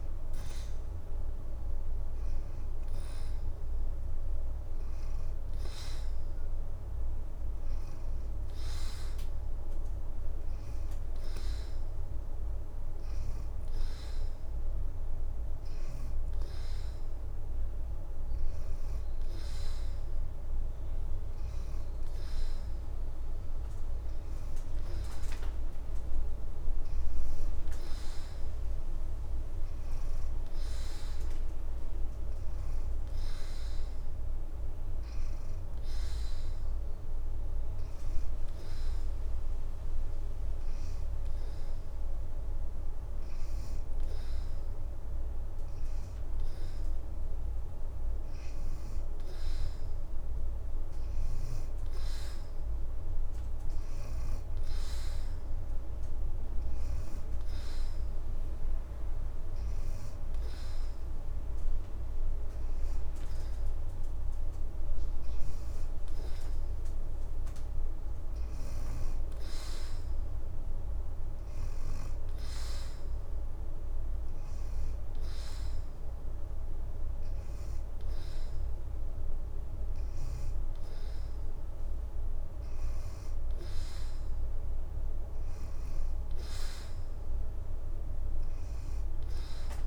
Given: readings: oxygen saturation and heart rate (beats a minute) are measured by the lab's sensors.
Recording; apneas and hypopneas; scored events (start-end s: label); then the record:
breathing in sleep, hard to hear, by a room microphone; 2
2.50-5.50 s: arousal
8.50-19.50 s: hypopnea (oxygen 93% before, 84% lowest, heart rate 83 before, 82 extreme, up 1 after)
13.50-20.00 s: leg movement (device-marked)
14.50-21.50 s: oxygen desaturation (device-marked, oxygen 91% before, 87% lowest, heart rate 83 before, 82 extreme)
22.00-24.00 s: leg movement (device-marked)
22.00-24.50 s: arousal
29.50-45.50 s: oxygen desaturation (device-marked, oxygen 90% before, 86% lowest, heart rate 84 before, 82 extreme)
45.50-48.50 s: leg movement (device-marked)
49.00-51.00 s: leg movement (device-marked)
53.50-57.50 s: leg movement (device-marked)
53.50-68.50 s: oxygen desaturation (device-marked, oxygen 89% before, 85% lowest, heart rate 83 before, 82 extreme)
57.50-67.50 s: hypopnea (oxygen 89% before, 82% lowest, heart rate 83 before, 82 extreme, up 0 after)
59.00-67.50 s: leg movement (device-marked)
69.50-73.50 s: arousal
72.00-80.00 s: leg movement (device-marked)
75.50-85.50 s: oxygen desaturation (device-marked, oxygen 89% before, 84% lowest, heart rate 84 before, 82 extreme)
81.00-85.00 s: leg movement (device-marked)
86.50-89.50 s: arousal
86.50-89.87 s: leg movement (device-marked)
From the record:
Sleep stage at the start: N2 (light sleep); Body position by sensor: on the back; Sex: female